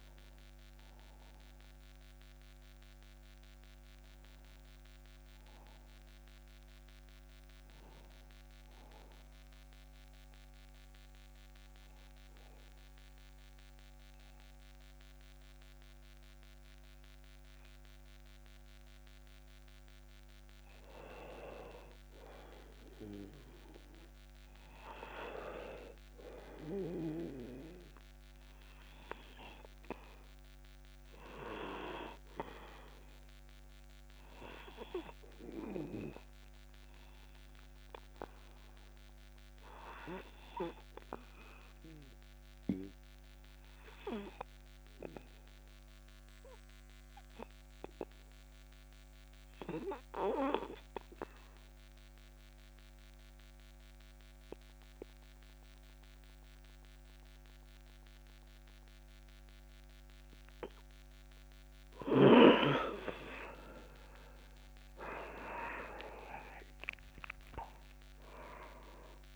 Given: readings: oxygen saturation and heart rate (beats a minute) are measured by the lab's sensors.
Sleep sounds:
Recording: breathing in sleep by a microphone on the trachea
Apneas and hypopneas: 2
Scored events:
1.50-61.50 s: new sleep stage, N2 (light sleep)
8.00-21.00 s: obstructive apnea (oxygen 98% before, 87% lowest, heart rate 51 before, 29 extreme, up 32 after)
23.50-26.00 s: arousal
31.50-46.50 s: oxygen desaturation (device-marked, oxygen 97% before, 94% lowest, heart rate 51 before, 48 extreme)
33.50-35.50 s: tachycardia (device-marked, heart rate 60 before, 87 extreme)
36.50-63.00 s: obstructive apnea (oxygen 98% before, 86% lowest, heart rate 61 before, 29 extreme, up 7 after)
59.50-69.36 s: oxygen desaturation (device-marked, oxygen 97% before, 86% lowest, heart rate 73 before, 26 extreme)
61.50-69.36 s: new sleep stage, N1 (lightest sleep)
66.50-69.36 s: arousal
From the record:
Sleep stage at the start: N1 (lightest sleep)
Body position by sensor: on the back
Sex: male

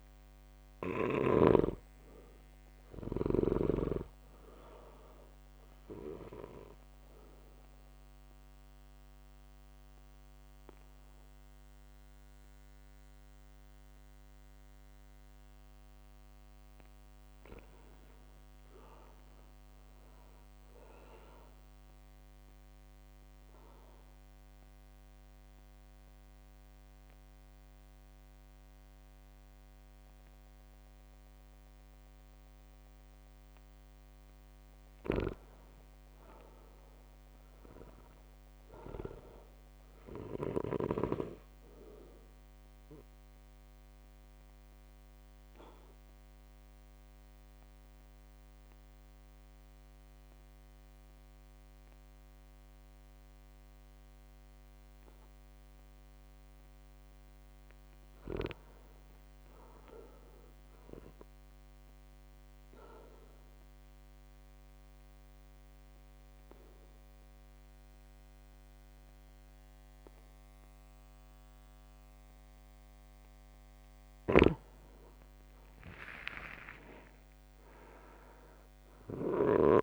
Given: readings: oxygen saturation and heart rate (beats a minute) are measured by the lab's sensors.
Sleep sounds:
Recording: breathing in sleep by a microphone on the trachea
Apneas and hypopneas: 4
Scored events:
0.00-1.50 s: snoring (device-marked)
2.00-16.50 s: obstructive apnea (oxygen 100% before, 96% lowest, heart rate 59 before, 57 extreme, up 3 after)
10.50-22.50 s: oxygen desaturation (device-marked, oxygen 99% before, 96% lowest, heart rate 60 before, 57 extreme)
18.00-20.00 s: arousal
22.00-33.50 s: obstructive apnea (oxygen 99% before, 97% lowest, heart rate 59 before, 57 extreme, up 3 after)
35.50-39.50 s: arousal
41.00-56.00 s: obstructive apnea (oxygen 100% before, 97% lowest, heart rate 59 before, 57 extreme, up 4 after)
58.00-60.50 s: arousal
62.50-74.00 s: obstructive apnea (oxygen 99% before, 97% lowest, heart rate 58 before, 55 extreme, up 3 after)
74.00-79.50 s: snoring (device-marked)
76.00-79.83 s: arousal
From the record:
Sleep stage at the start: REM sleep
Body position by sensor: on the back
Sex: male

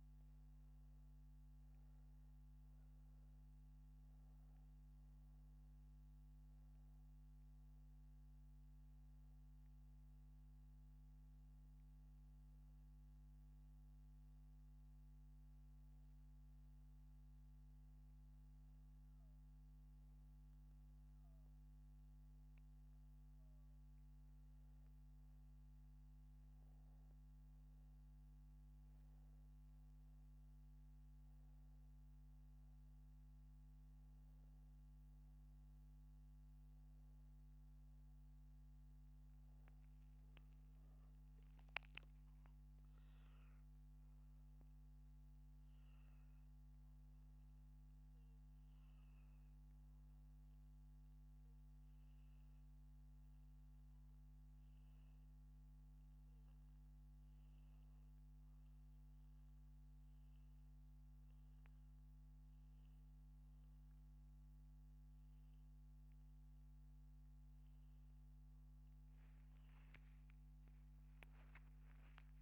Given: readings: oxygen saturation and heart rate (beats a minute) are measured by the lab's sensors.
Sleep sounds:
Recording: breathing in sleep, hard to hear, by a microphone on the trachea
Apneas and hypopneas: none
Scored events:
0.00-2.50 s: arousal
5.50-21.50 s: oxygen desaturation (device-marked, oxygen 96% before, 93% lowest, heart rate 78 before, 78 extreme)
40.50-44.50 s: arousal
71.00-72.42 s: arousal
From the record:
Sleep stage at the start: N1 (lightest sleep)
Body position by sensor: upright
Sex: male

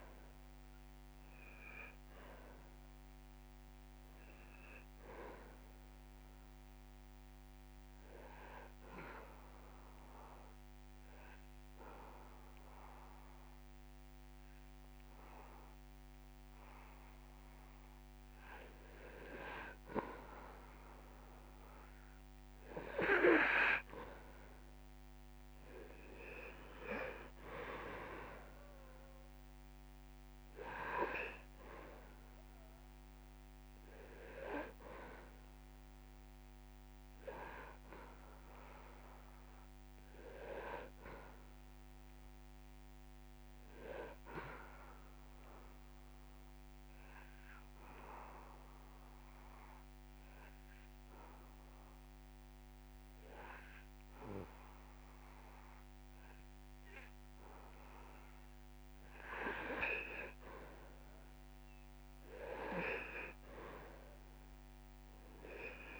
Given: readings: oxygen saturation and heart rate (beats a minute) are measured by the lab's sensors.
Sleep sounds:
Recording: breathing in sleep by a microphone on the trachea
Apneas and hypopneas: 2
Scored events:
1.00-4.00 s: arousal
6.00-18.00 s: obstructive apnea (oxygen 97% before, 92% lowest)
20.00-23.00 s: arousal
33.50-61.50 s: oxygen desaturation (device-marked, oxygen 97% before, 92% lowest)
45.50-58.50 s: obstructive apnea (oxygen 97% before, 90% lowest)
62.50-65.99 s: arousal
From the record:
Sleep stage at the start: N2 (light sleep)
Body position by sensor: on the back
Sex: male

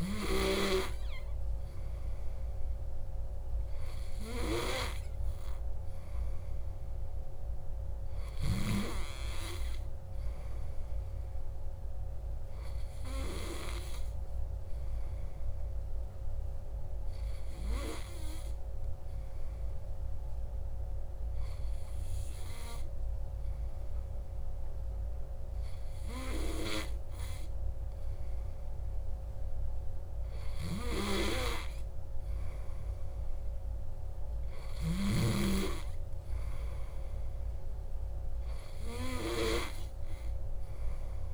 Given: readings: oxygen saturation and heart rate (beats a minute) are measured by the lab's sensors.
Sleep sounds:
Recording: breathing in sleep by a room microphone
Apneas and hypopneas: none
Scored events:
none scored
From the record:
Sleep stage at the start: N2 (light sleep)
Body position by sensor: on the back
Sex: male

